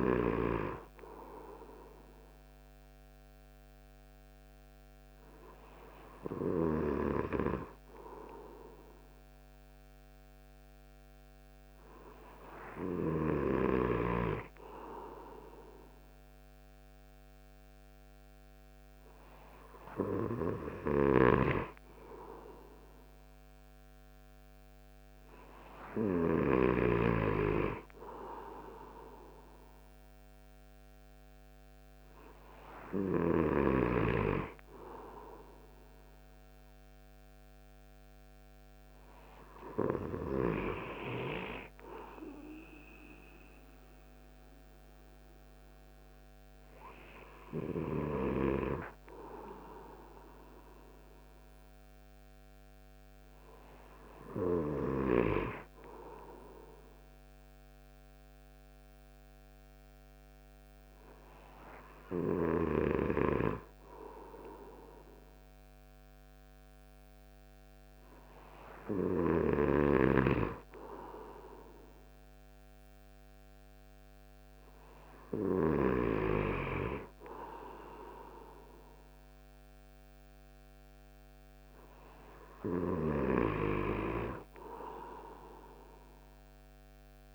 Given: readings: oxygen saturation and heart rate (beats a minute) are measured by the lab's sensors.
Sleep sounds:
breathing in sleep by a microphone on the trachea; none
21.00-27.00 s: snoring (device-marked)
69.50-76.00 s: snoring (device-marked)
From the record:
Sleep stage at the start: N2 (light sleep); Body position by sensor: on the right side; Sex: male

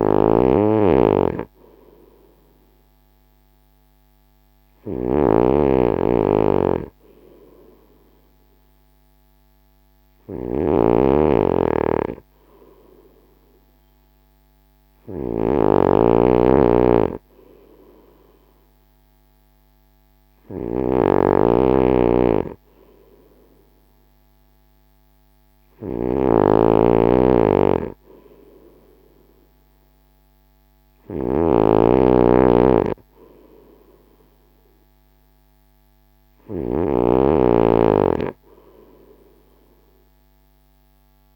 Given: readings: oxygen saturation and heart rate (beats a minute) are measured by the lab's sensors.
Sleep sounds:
breathing in sleep by a microphone on the trachea; none
0.00-41.36 s: snoring (device-marked)
From the record:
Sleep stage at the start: N2 (light sleep); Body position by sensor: on the front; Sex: male

